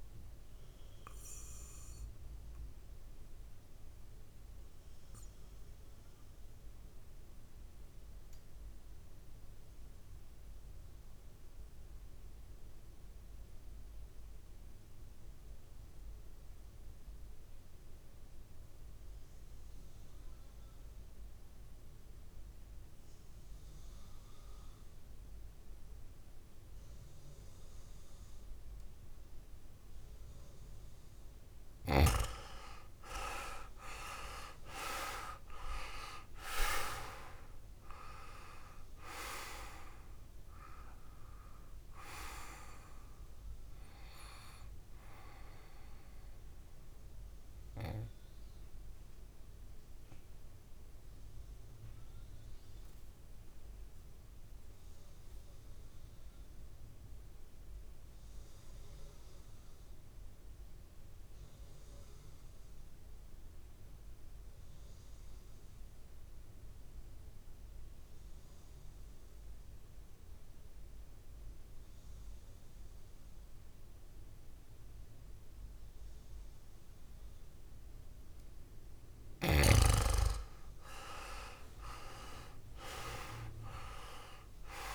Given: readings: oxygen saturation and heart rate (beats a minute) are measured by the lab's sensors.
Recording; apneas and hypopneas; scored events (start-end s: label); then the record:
breathing in sleep by a room microphone; 2
0.00-11.50 s: oxygen desaturation (device-marked, oxygen 89% lowest, heart rate 56 extreme)
0.50-31.00 s: obstructive apnea (oxygen 99% before, 88% lowest, heart rate 64 before, 54 extreme, up 8 after)
27.50-59.50 s: oxygen desaturation (device-marked, oxygen 99% before, 88% lowest, heart rate 59 before, 54 extreme)
33.50-36.50 s: arousal
50.50-79.00 s: mixed apnea (oxygen 98% before, 88% lowest, heart rate 62 before, 56 extreme, up 10 after)
76.50-84.95 s: oxygen desaturation (device-marked, oxygen 99% before, 89% lowest, heart rate 59 before, 56 extreme)
81.00-84.95 s: arousal
From the record:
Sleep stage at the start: N2 (light sleep); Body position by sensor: on the back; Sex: male